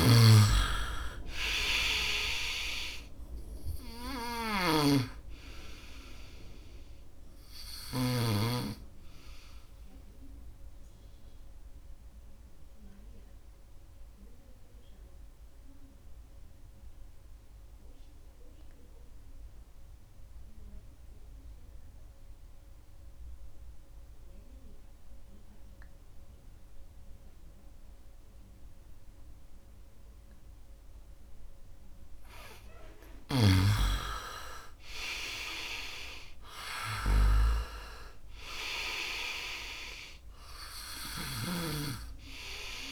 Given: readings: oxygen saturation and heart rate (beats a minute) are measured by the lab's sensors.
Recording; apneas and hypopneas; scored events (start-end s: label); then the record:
breathing in sleep by a room microphone; 1
0.00-1.50 s: arousal
0.00-8.00 s: snoring (device-marked)
0.00-24.00 s: oxygen desaturation (device-marked, oxygen 83% lowest, heart rate 66 extreme)
11.00-32.00 s: obstructive apnea (oxygen 98% before, 83% lowest, heart rate 70 before, 66 extreme, up 3 after)
30.00-42.92 s: oxygen desaturation (device-marked, oxygen 99% before, 86% lowest, heart rate 70 before, 66 extreme)
34.50-38.50 s: arousal
From the record:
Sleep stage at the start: N2 (light sleep); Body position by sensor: on the right side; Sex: male